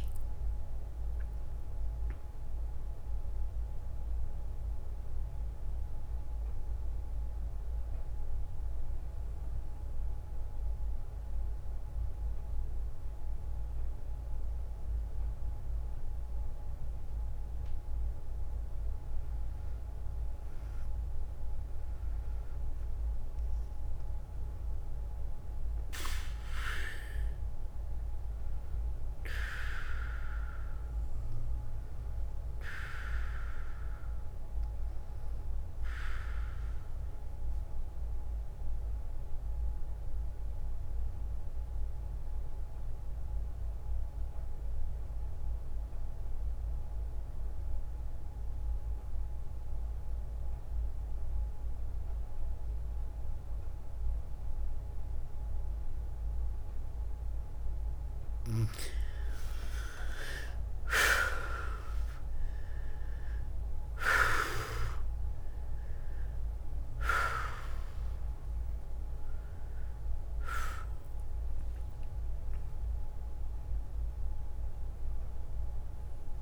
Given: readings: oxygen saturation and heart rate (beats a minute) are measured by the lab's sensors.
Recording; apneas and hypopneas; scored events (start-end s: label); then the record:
breathing in sleep by a room microphone; 2
0.00-15.00 s: oxygen desaturation (device-marked, oxygen 92% lowest, heart rate 55 extreme)
9.00-19.00 s: obstructive apnea (oxygen 100% before, 86% lowest, heart rate 63 before, 57 extreme, up 6 after)
20.50-24.00 s: arousal
22.00-76.42 s: new sleep stage, N2 (light sleep)
26.00-43.00 s: oxygen desaturation (device-marked, oxygen 98% before, 93% lowest, heart rate 59 before, 58 extreme)
38.50-58.50 s: mixed apnea (oxygen 98% before, 86% lowest, heart rate 59 before, 58 extreme, up 7 after)
57.00-76.42 s: oxygen desaturation (device-marked, oxygen 97% before, 86% lowest, heart rate 59 before, 57 extreme)
59.00-63.00 s: arousal
From the record:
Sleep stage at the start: N1 (lightest sleep); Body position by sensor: on the back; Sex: female